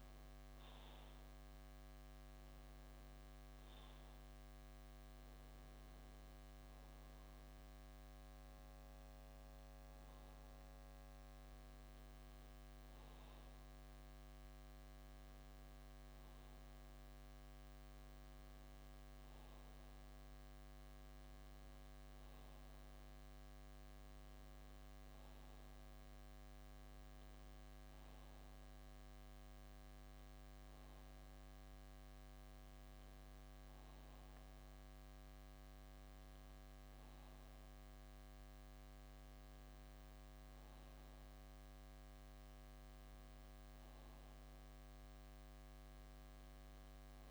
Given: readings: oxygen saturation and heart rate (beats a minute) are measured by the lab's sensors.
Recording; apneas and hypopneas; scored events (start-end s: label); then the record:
breathing in sleep, hard to hear, by a microphone on the trachea; none
0.00-4.00 s: bradycardia (device-marked, heart rate 63 before, 59 extreme)
From the record:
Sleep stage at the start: REM sleep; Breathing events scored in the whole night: 118 in 4.5 hours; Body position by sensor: on the back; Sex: male